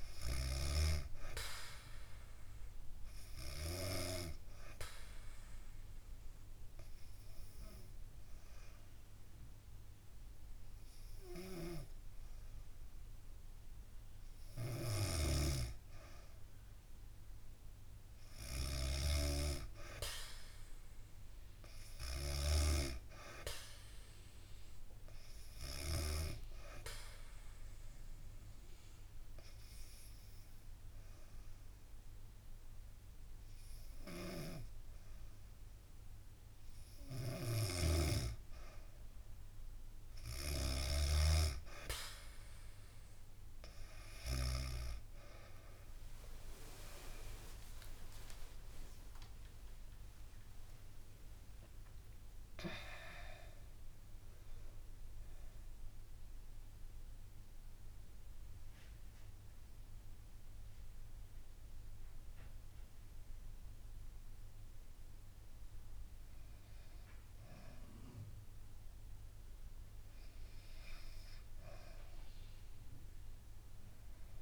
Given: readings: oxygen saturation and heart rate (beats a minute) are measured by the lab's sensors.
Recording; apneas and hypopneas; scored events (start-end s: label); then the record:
breathing in sleep by a room microphone; 2
0.00-4.00 s: snoring (device-marked)
3.50-16.50 s: oxygen desaturation (device-marked, oxygen 98% before, 95% lowest, heart rate 67 before, 62 extreme)
4.50-14.50 s: obstructive apnea (oxygen 98% before, 94% lowest, heart rate 67 before, 62 extreme, up 4 after)
11.00-26.00 s: snoring (device-marked)
18.50-21.50 s: arousal
26.00-37.50 s: obstructive apnea (oxygen 98% before, 94% lowest, heart rate 65 before, 67 extreme, up 5 after)
34.00-44.50 s: snoring (device-marked)
46.00-51.50 s: arousal
46.50-55.50 s: oxygen desaturation (device-marked, oxygen 98% before, 94% lowest, heart rate 68 before, 58 extreme)
70.50-74.41 s: bradycardia (device-marked, heart rate 69 before, 58 extreme)
From the record:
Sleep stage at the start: N2 (light sleep); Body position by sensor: on the back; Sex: female